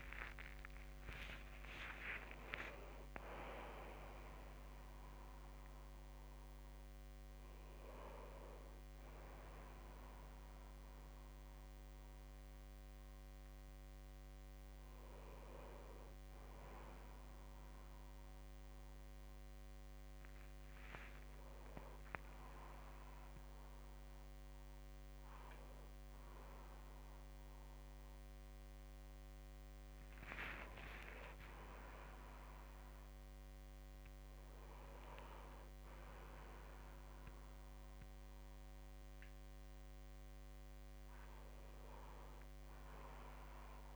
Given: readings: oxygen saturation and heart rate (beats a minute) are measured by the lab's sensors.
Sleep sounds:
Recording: a person awake in a sleep study, by a microphone on the trachea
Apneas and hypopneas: none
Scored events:
none scored
From the record:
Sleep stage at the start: awake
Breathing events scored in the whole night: 110 in 3.6 hours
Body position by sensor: on the back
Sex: male

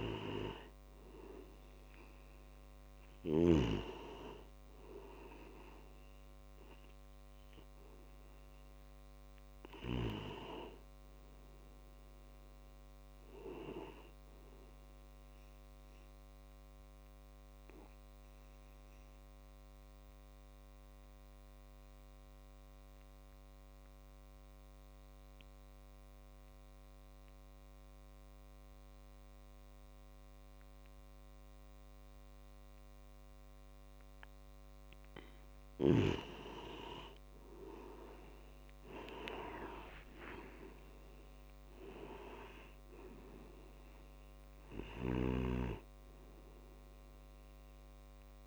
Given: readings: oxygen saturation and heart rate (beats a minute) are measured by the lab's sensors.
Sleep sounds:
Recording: breathing in sleep by a microphone on the trachea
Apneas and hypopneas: 1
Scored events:
0.00-2.50 s: arousal
0.00-24.50 s: oxygen desaturation (device-marked, oxygen 91% lowest, heart rate 52 extreme)
16.50-36.00 s: obstructive apnea (oxygen 97% before, 89% lowest, heart rate 73 before, 52 extreme, up 23 after)
37.50-40.00 s: arousal
39.50-48.47 s: oxygen desaturation (device-marked, oxygen 97% before, 89% lowest, heart rate 55 before, 52 extreme)
From the record:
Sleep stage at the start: N2 (light sleep)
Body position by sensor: on the back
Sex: male

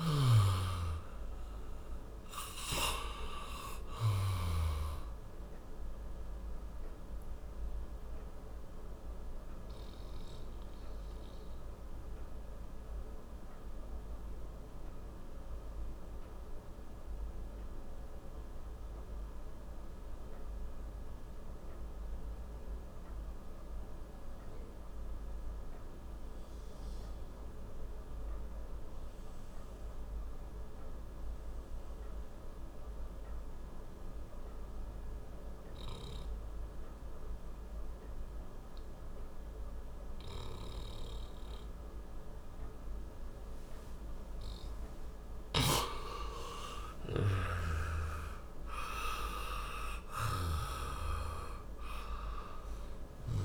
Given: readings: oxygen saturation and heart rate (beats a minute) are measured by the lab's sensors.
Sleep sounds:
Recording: breathing in sleep by a room microphone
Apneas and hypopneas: 1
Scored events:
5.50-42.50 s: obstructive apnea (oxygen 98% before, 89% lowest, heart rate 59 before, 40 extreme, up 9 after)
12.50-29.50 s: oxygen desaturation (device-marked, oxygen 95% before, 89% lowest, heart rate 59 before, 56 extreme)
46.50-53.00 s: arousal
From the record:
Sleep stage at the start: N2 (light sleep)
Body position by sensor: on the back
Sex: male

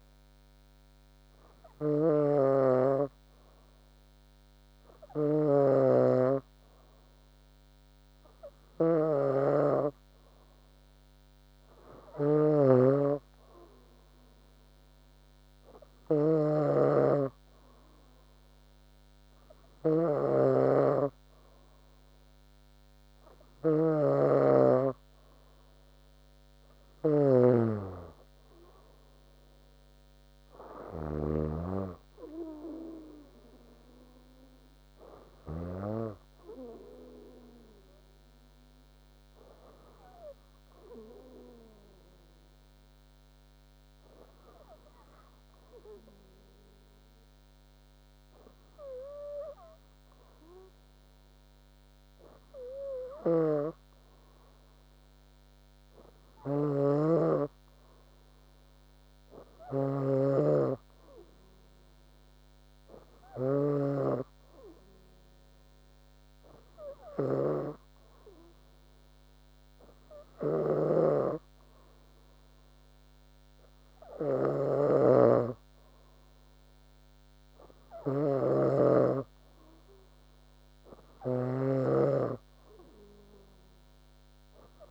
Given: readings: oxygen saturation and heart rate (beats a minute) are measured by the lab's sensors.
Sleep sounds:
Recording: a person awake in a sleep study, by a microphone on the trachea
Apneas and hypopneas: none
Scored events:
3.50-5.50 s: long interval between heartbeats (device-marked, heart rate 71 before, 76 extreme)
24.00-27.50 s: snoring (device-marked)
29.50-31.50 s: long interval between heartbeats (device-marked, heart rate 71 before, 78 extreme)
From the record:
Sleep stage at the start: awake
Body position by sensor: on the back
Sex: female

